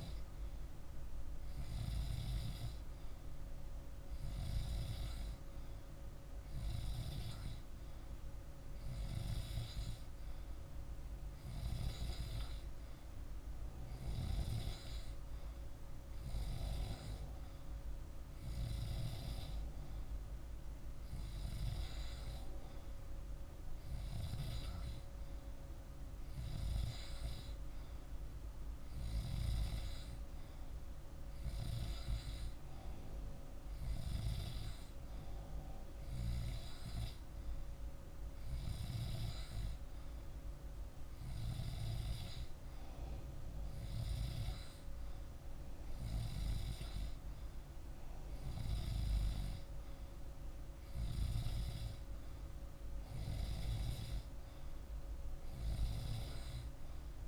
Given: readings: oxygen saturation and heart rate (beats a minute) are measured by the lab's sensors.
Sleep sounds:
breathing in sleep by a room microphone; none
none scored
From the record:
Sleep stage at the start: N2 (light sleep); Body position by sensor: on the back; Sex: male

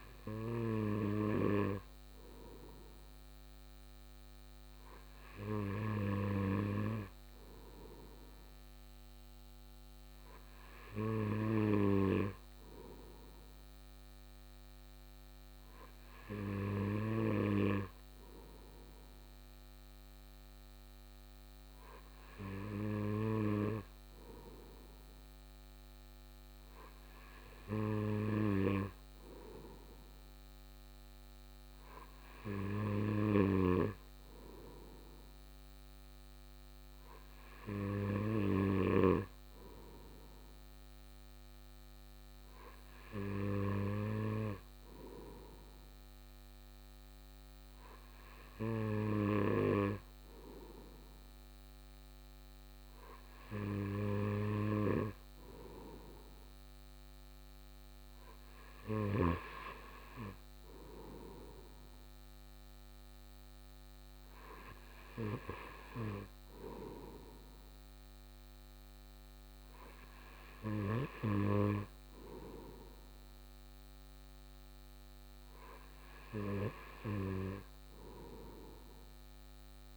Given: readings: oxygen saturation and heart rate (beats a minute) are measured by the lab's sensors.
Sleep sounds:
breathing in sleep by a microphone on the trachea; none
none scored
From the record:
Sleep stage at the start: N2 (light sleep); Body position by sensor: on the right side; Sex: male

